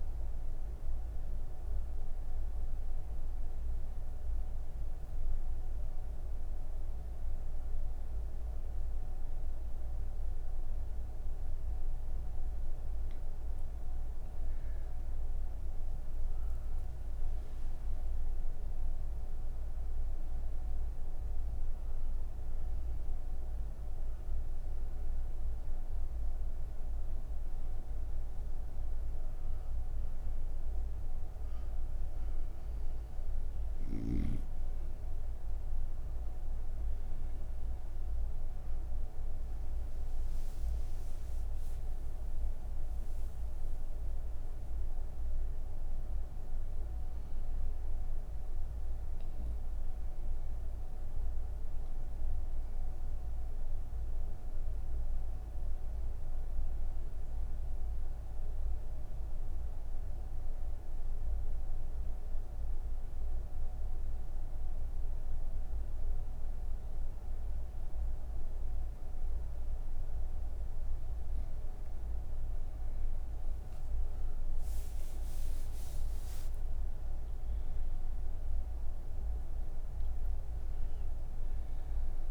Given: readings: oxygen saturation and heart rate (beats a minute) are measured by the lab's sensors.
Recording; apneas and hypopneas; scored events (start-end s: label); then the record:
breathing in sleep, hard to hear, by a room microphone; none
0.00-2.00 s: oxygen desaturation (device-marked, oxygen 88% lowest)
24.00-59.00 s: oxygen desaturation (device-marked, oxygen 99% before, 92% lowest)
From the record:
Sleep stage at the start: N3 (deep sleep); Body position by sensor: on the right side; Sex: female